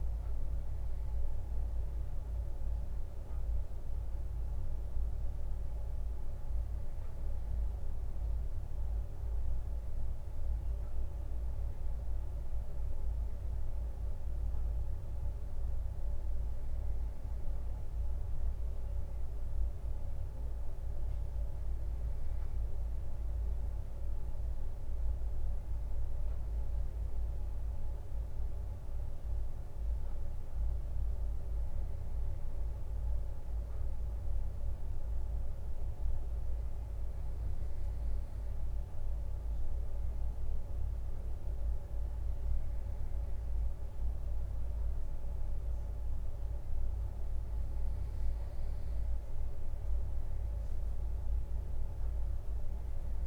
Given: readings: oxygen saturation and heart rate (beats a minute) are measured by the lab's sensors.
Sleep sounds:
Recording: breathing in sleep, hard to hear, by a room microphone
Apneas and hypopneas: none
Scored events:
none scored
From the record:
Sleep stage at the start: N2 (light sleep)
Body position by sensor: on the right side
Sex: male

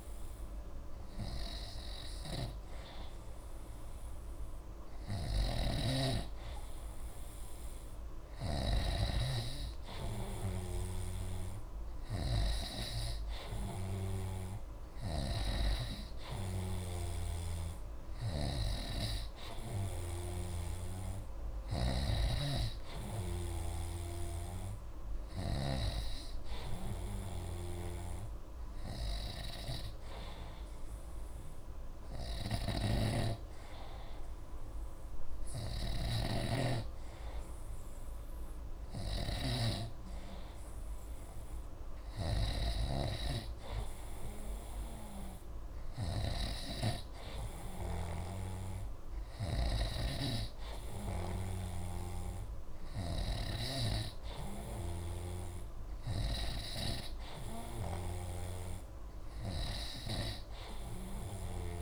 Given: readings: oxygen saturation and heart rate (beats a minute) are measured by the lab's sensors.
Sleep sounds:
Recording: breathing in sleep by a room microphone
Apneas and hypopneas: none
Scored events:
5.00-15.50 s: snoring (device-marked)
22.50-50.00 s: snoring (device-marked)
54.50-61.82 s: snoring (device-marked)
From the record:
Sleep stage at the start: N3 (deep sleep)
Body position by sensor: on the right side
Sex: male

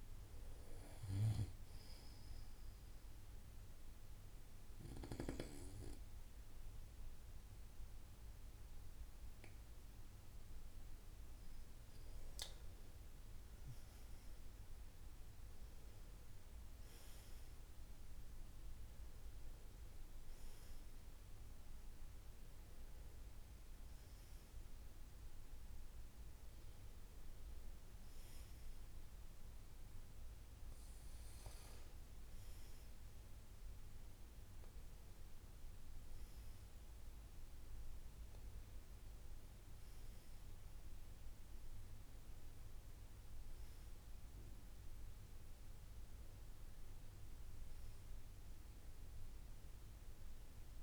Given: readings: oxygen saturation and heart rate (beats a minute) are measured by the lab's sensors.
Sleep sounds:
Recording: breathing in sleep, hard to hear, by a room microphone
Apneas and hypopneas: 1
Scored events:
2.00-12.00 s: obstructive apnea (oxygen 96% before, 93% lowest)
13.50-18.00 s: arousal
From the record:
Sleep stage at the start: N2 (light sleep)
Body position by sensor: on the right side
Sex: male

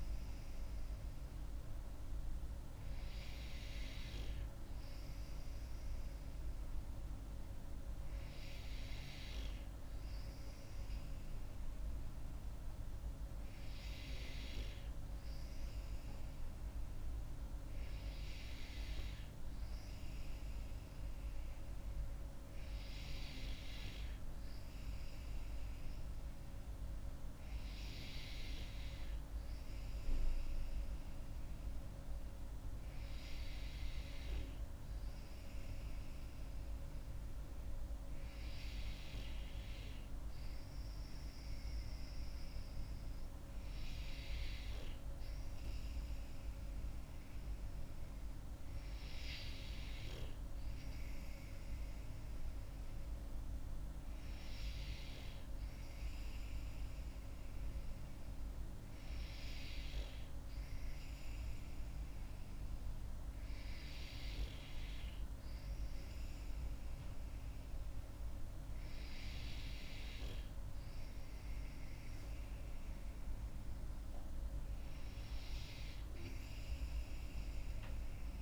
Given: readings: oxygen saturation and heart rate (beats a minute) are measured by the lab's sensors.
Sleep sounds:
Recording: breathing in sleep, hard to hear, by a room microphone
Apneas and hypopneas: none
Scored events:
19.00-78.42 s: new sleep stage, N3 (deep sleep)
From the record:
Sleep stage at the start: N2 (light sleep)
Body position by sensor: on the back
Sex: female

